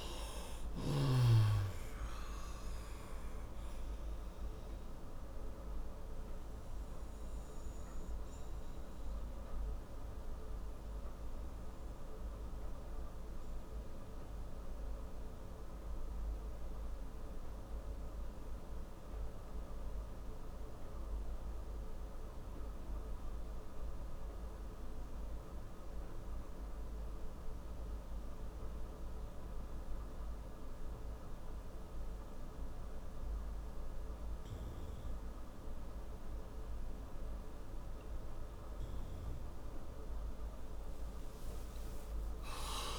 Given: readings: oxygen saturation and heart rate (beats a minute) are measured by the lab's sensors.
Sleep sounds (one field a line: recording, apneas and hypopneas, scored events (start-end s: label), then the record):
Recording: breathing in sleep, hard to hear, by a room microphone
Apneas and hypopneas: 1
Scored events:
0.00-1.00 s: snoring (device-marked)
0.00-25.00 s: oxygen desaturation (device-marked, oxygen 88% lowest, heart rate 49 extreme)
6.00-35.50 s: obstructive apnea (oxygen 98% before, 88% lowest, heart rate 79 before, 55 extreme, up 9 after)
41.00-42.98 s: arousal
From the record:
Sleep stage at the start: N2 (light sleep)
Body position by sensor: on the right side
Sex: male